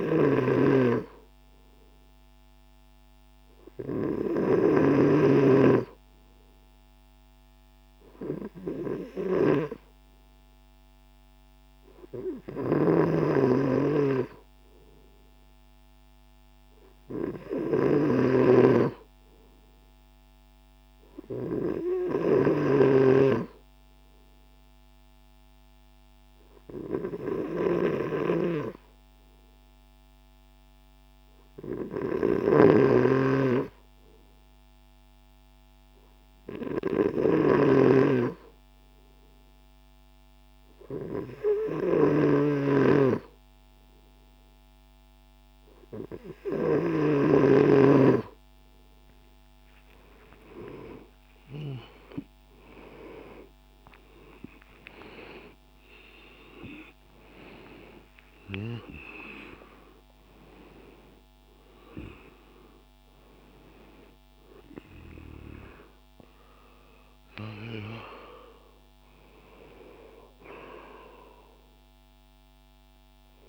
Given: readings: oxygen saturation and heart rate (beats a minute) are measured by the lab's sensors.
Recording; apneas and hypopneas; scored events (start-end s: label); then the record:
breathing in sleep by a microphone on the trachea; none
40.50-73.49 s: new sleep stage, N2 (light sleep)
49.50-57.00 s: arousal
From the record:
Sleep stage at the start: N3 (deep sleep); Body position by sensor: on the right side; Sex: male